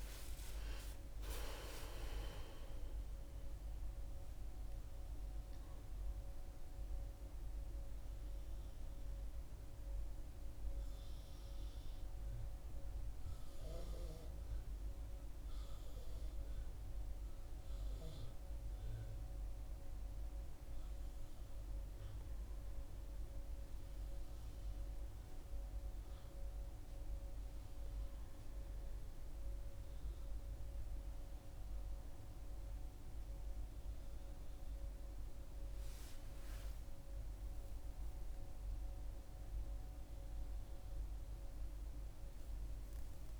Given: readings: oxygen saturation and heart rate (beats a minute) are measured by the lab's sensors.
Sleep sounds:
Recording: a person awake in a sleep study, hard to hear, by a room microphone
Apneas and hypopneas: none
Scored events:
none scored
From the record:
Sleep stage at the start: awake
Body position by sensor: on the back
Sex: female

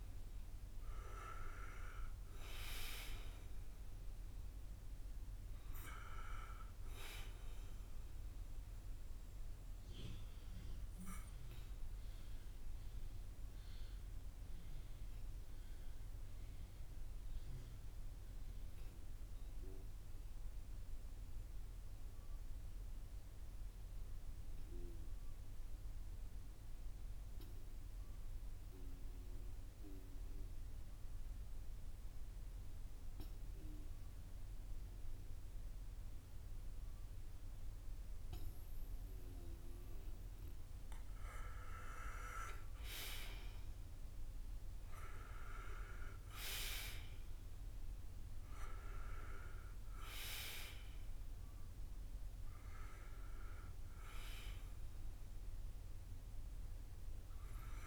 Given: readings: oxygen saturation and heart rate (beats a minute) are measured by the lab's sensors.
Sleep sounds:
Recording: breathing in sleep by a room microphone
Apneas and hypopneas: 1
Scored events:
10.00-30.00 s: oxygen desaturation (device-marked, oxygen 94% before, 90% lowest, heart rate 58 before, 38 extreme)
10.50-39.50 s: obstructive apnea (oxygen 97% before, 90% lowest, heart rate 58 before, 38 extreme, up 4 after)
42.00-47.50 s: arousal
From the record:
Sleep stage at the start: N2 (light sleep)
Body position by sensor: on the back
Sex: male

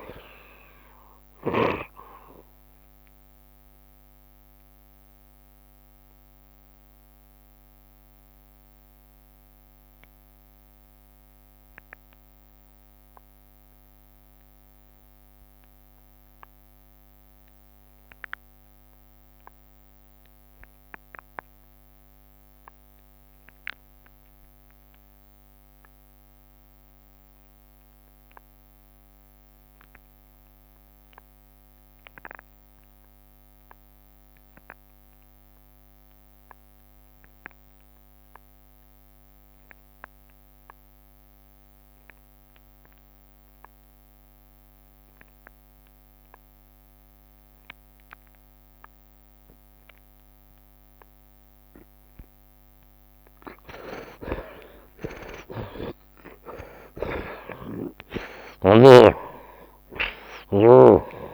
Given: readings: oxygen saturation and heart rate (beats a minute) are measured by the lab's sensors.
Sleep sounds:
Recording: breathing in sleep by a microphone on the trachea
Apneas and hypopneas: 1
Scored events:
0.00-1.50 s: tachycardia (device-marked, heart rate 108 extreme)
0.00-14.50 s: oxygen desaturation (device-marked, oxygen 52% lowest, heart rate 66 extreme)
1.00-3.00 s: long interval between heartbeats (device-marked, heart rate 90 before, 104 extreme)
3.50-50.00 s: mixed apnea (oxygen 83% before, 52% lowest, heart rate 95 before, 66 extreme, up 15 after)
6.50-11.50 s: tachycardia (device-marked, heart rate 76 before, 108 extreme)
7.50-9.50 s: long interval between heartbeats (device-marked, heart rate 99 before, 86 extreme)
9.50-11.50 s: long interval between heartbeats (device-marked, heart rate 99 before, 104 extreme)
16.50-61.34 s: oxygen desaturation (device-marked, oxygen 87% before, 52% lowest, heart rate 99 before, 66 extreme)
22.00-24.00 s: long interval between heartbeats (device-marked, heart rate 94 before, 75 extreme)
53.50-58.00 s: arousal
55.50-57.50 s: long interval between heartbeats (device-marked, heart rate 78 before, 89 extreme)
From the record:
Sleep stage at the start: N2 (light sleep)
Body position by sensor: on the right side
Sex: male

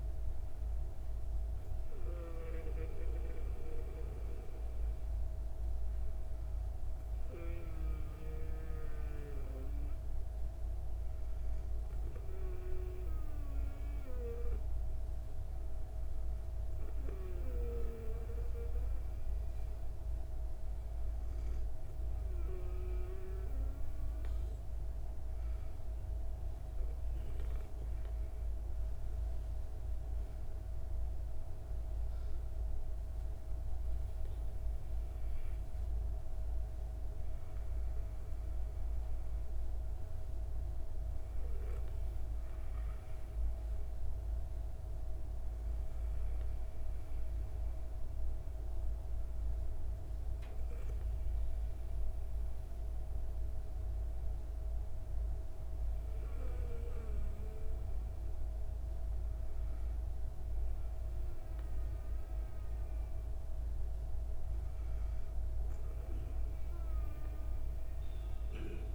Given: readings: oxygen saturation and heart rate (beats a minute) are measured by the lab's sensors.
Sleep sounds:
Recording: breathing in sleep by a room microphone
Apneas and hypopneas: 1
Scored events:
3.50-68.95 s: new sleep stage, N2 (light sleep)
5.50-23.50 s: hypopnea (oxygen 97% before, 96% lowest)
25.50-30.00 s: arousal
From the record:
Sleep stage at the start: N1 (lightest sleep)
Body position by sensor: on the back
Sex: female

